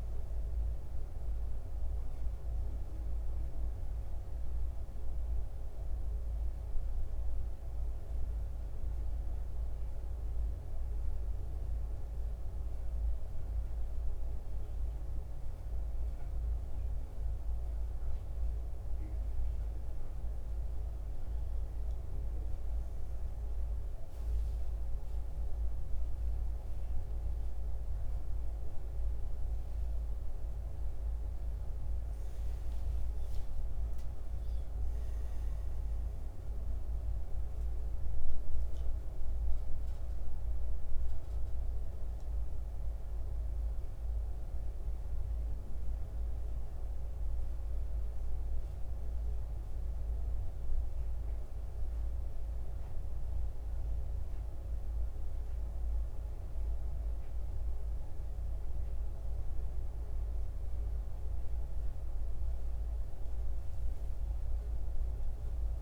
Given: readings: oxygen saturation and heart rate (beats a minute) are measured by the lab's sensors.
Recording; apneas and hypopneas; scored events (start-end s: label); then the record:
breathing in sleep, hard to hear, by a room microphone; 1
4.00-20.00 s: hypopnea (oxygen 94% before, 90% lowest, heart rate 77 before, 71 extreme, up 7 after)
21.50-25.00 s: arousal
22.50-61.50 s: oxygen desaturation (device-marked, oxygen 96% before, 90% lowest, heart rate 74 before, 75 extreme)
60.00-63.00 s: arousal
From the record:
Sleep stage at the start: N1 (lightest sleep); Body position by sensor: on the back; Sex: male